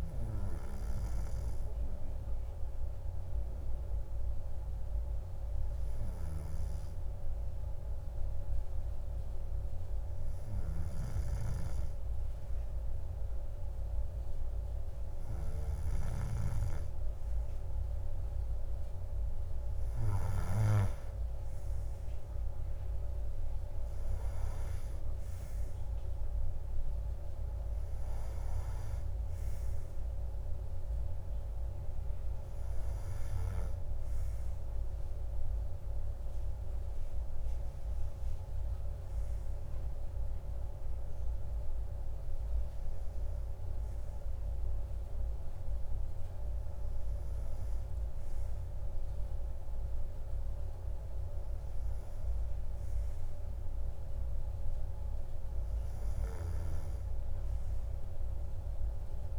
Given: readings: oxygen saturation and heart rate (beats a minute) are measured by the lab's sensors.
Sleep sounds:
breathing in sleep, hard to hear, by a room microphone; none
none scored
From the record:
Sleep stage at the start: N2 (light sleep); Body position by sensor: on the right side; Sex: male

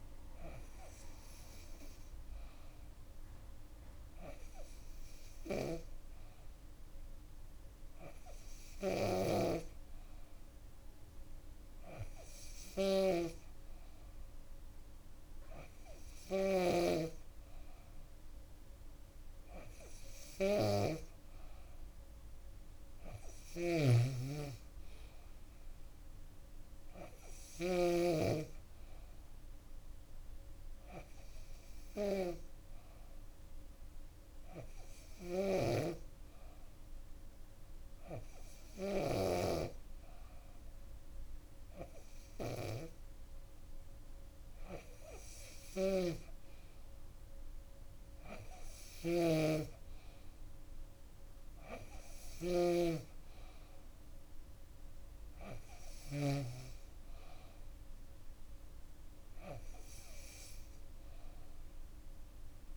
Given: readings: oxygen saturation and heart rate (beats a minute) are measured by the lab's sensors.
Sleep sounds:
breathing in sleep by a room microphone; none
8.50-27.50 s: snoring (device-marked)
35.00-39.00 s: snoring (device-marked)
45.00-56.00 s: snoring (device-marked)
From the record:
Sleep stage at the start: N2 (light sleep); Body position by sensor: on the back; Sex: female

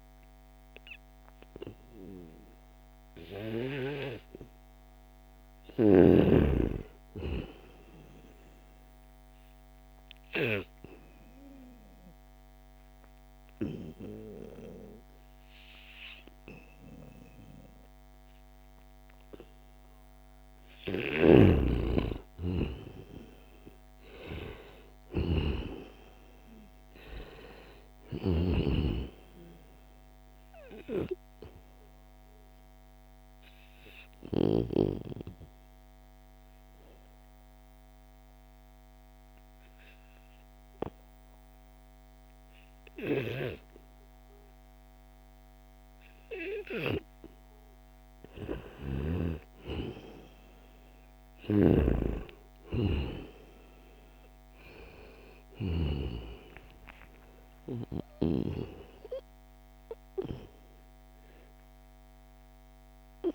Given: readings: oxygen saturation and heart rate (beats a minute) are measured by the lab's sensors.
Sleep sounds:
breathing in sleep by a microphone on the trachea; 2
0.00-1.50 s: oxygen desaturation (device-marked, oxygen 93% lowest, heart rate 76 extreme)
8.50-20.00 s: obstructive apnea (oxygen 96% before, 92% lowest, heart rate 78 before, 77 extreme, up 6 after)
10.50-21.50 s: oxygen desaturation (device-marked, oxygen 96% before, 92% lowest, heart rate 78 before, 76 extreme)
20.00-34.00 s: snoring (device-marked)
21.00-25.50 s: arousal
30.50-45.50 s: obstructive apnea (oxygen 96% before, 92% lowest, heart rate 79 before, 74 extreme, up 0 after)
50.50-55.00 s: snoring (device-marked)
52.00-56.00 s: arousal
55.50-57.50 s: long interval between heartbeats (device-marked, heart rate 77 before, 89 extreme)
58.50-60.50 s: long interval between heartbeats (device-marked, heart rate 79 before, 107 extreme)
60.50-62.50 s: long interval between heartbeats (device-marked, heart rate 82 before, 116 extreme)
From the record:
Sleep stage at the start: N2 (light sleep); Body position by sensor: on the back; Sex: male

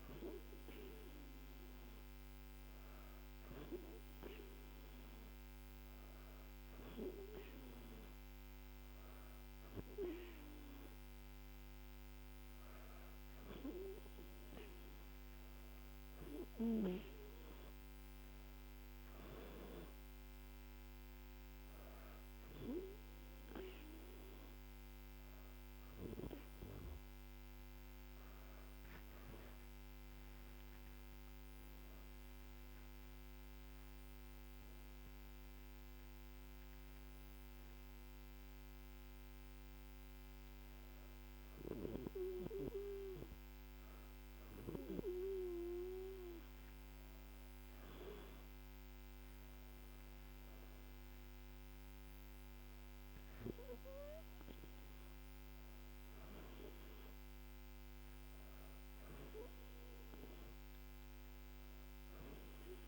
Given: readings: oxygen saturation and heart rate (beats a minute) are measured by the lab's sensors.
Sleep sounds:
breathing in sleep by a microphone on the trachea; none
29.50-33.00 s: arousal
From the record:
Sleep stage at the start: N2 (light sleep); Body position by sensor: on the back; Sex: female

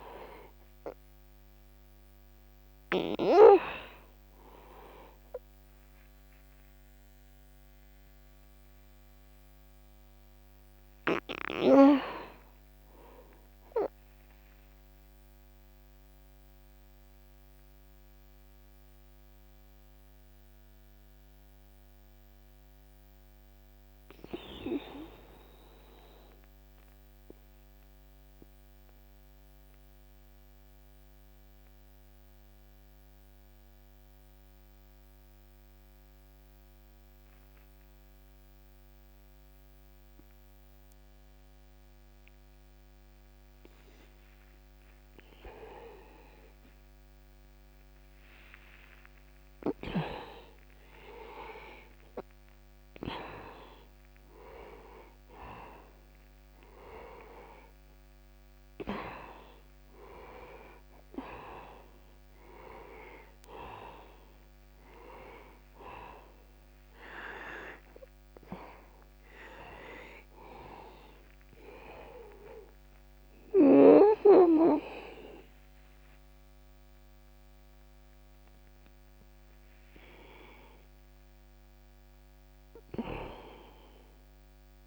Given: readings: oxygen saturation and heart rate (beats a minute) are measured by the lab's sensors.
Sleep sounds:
breathing in sleep by a microphone on the trachea; 1
0.00-3.00 s: oxygen desaturation (device-marked, oxygen 93% lowest, heart rate 62 extreme)
4.50-9.50 s: arousal
9.00-32.00 s: oxygen desaturation (device-marked, oxygen 94% before, 82% lowest, heart rate 68 before, 62 extreme)
18.00-50.50 s: mixed apnea (oxygen 96% before, 84% lowest, heart rate 63 before, 61 extreme, up 0 after)
51.50-56.50 s: arousal
66.00-84.87 s: oxygen desaturation (device-marked, oxygen 97% before, 87% lowest, heart rate 63 before, 61 extreme)
From the record:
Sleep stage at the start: N2 (light sleep); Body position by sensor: on the back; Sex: male

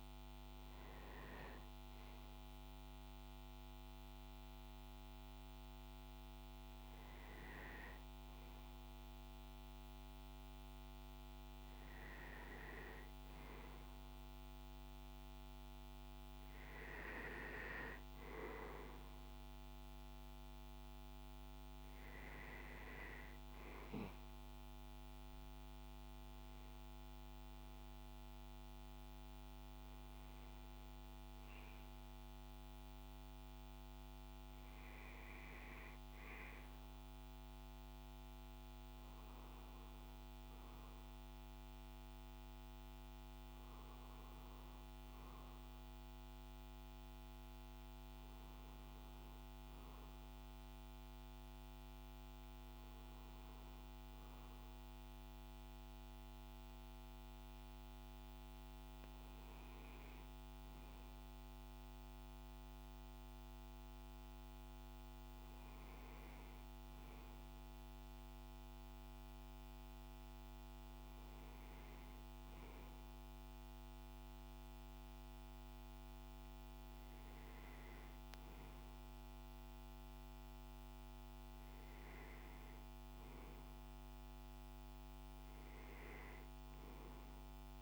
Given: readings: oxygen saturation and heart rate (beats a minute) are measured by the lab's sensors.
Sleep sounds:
breathing in sleep, hard to hear, by a microphone on the trachea; none
none scored
From the record:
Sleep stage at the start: N2 (light sleep); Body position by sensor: on the back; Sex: male

